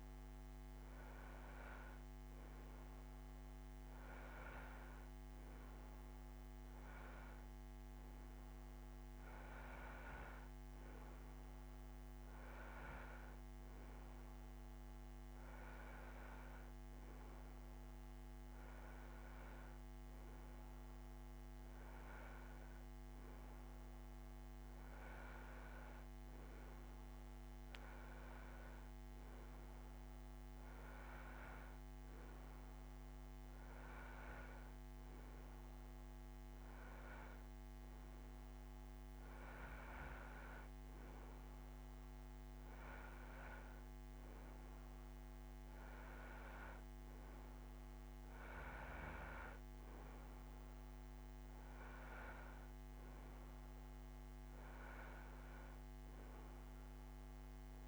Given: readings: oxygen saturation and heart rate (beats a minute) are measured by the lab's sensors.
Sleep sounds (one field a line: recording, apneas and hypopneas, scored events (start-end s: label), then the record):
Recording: breathing in sleep, hard to hear, by a microphone on the trachea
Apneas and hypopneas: none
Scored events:
none scored
From the record:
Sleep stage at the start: N2 (light sleep)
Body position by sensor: on the right side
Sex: male